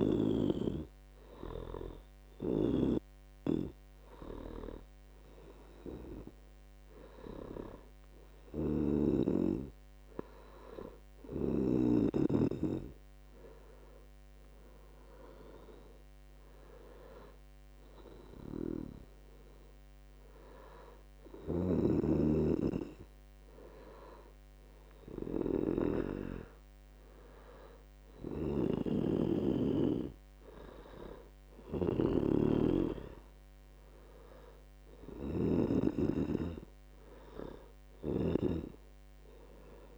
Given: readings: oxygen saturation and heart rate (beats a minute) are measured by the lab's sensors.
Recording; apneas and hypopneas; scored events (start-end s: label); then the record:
breathing in sleep by a microphone on the trachea; none
0.00-1.50 s: oxygen desaturation (device-marked, oxygen 92% lowest, heart rate 65 extreme)
From the record:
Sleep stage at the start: N2 (light sleep); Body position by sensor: on the back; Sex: male